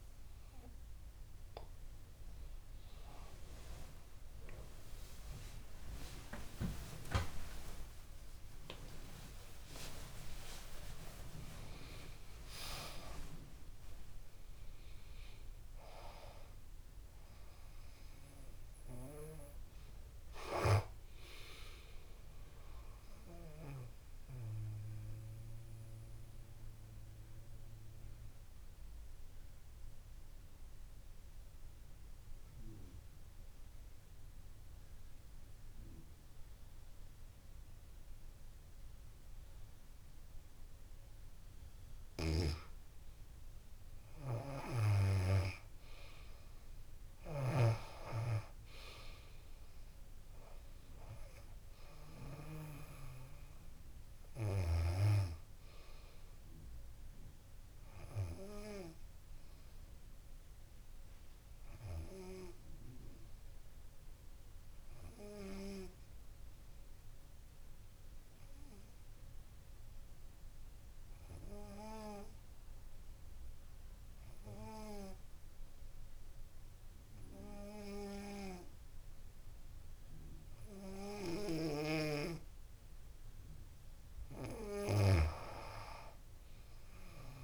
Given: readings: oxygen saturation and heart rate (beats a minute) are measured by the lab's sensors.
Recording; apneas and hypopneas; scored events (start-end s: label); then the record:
breathing in sleep by a room microphone; 2
0.00-1.00 s: arousal
2.50-10.50 s: oxygen desaturation (device-marked, oxygen 97% before, 94% lowest, heart rate 99 before, 60 extreme)
5.50-7.50 s: long interval between heartbeats (device-marked, heart rate 101 before, 89 extreme)
7.50-9.50 s: long interval between heartbeats (device-marked, heart rate 104 before, 116 extreme)
9.50-11.50 s: long interval between heartbeats (device-marked, heart rate 107 before, 147 extreme)
11.50-13.50 s: long interval between heartbeats (device-marked, heart rate 112 before, 137 extreme)
18.00-22.00 s: arousal
23.50-42.00 s: mixed apnea (oxygen 97% before, 94% lowest, heart rate 108 before, 60 extreme)
39.50-41.50 s: long interval between heartbeats (device-marked, heart rate 74 before, 101 extreme)
41.50-43.50 s: long interval between heartbeats (device-marked, heart rate 76 before, 131 extreme)
47.00-51.50 s: arousal
51.50-53.50 s: long interval between heartbeats (device-marked, heart rate 88 before, 96 extreme)
67.50-82.50 s: obstructive apnea (oxygen 98% before, 94% lowest, heart rate 76 before, 64 extreme, up 8 after)
84.50-87.44 s: arousal
From the record:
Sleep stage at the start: N2 (light sleep); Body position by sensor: on the back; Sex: female